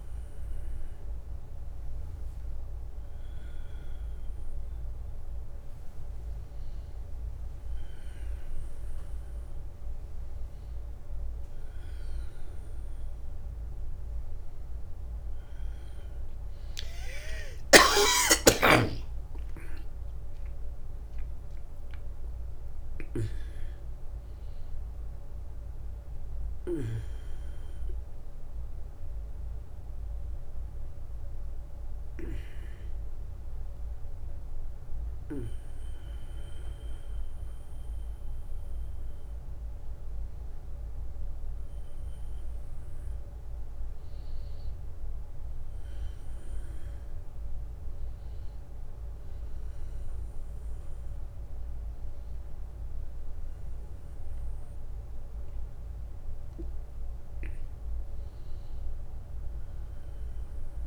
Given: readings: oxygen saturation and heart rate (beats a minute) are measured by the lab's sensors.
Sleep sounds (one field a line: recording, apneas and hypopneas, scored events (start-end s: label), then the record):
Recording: a person awake in a sleep study, by a room microphone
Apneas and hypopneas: none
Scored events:
55.00-60.87 s: new sleep stage, N1 (lightest sleep)
From the record:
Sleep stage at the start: awake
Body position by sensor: on the back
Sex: male